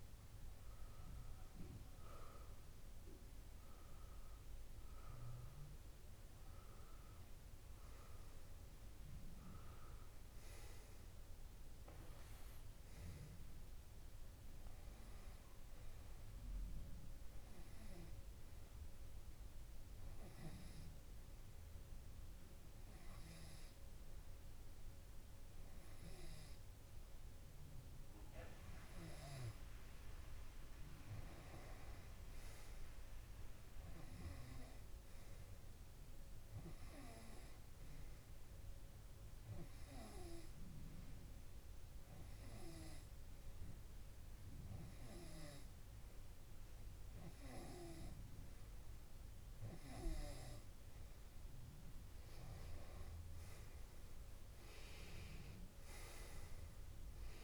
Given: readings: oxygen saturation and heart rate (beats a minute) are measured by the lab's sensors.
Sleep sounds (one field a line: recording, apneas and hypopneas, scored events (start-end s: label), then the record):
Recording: breathing in sleep by a room microphone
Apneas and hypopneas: 2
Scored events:
18.00-29.00 s: hypopnea (oxygen 96% before, 95% lowest)
31.50-34.50 s: arousal
41.00-52.00 s: hypopnea (oxygen 99% before, 95% lowest)
54.00-57.44 s: arousal
From the record:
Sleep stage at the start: N2 (light sleep)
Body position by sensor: on the left side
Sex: male